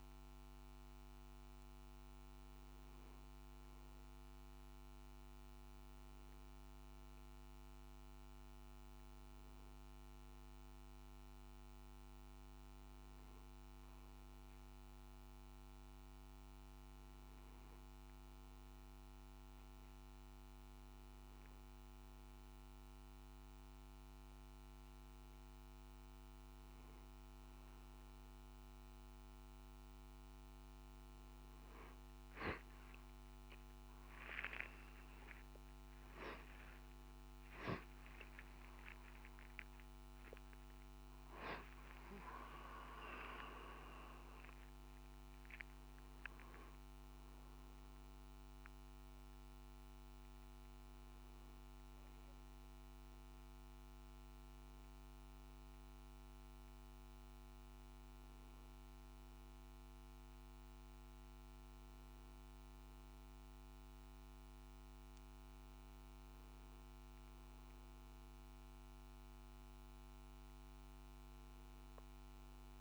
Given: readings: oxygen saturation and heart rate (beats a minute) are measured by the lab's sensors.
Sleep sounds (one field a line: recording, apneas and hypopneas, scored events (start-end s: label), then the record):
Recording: breathing in sleep by a microphone on the trachea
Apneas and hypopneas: none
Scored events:
34.50-39.50 s: arousal
43.00-45.00 s: long interval between heartbeats (device-marked, heart rate 66 before, 76 extreme)
51.00-72.81 s: new sleep stage, N2 (light sleep)
From the record:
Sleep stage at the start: N1 (lightest sleep)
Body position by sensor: on the back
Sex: male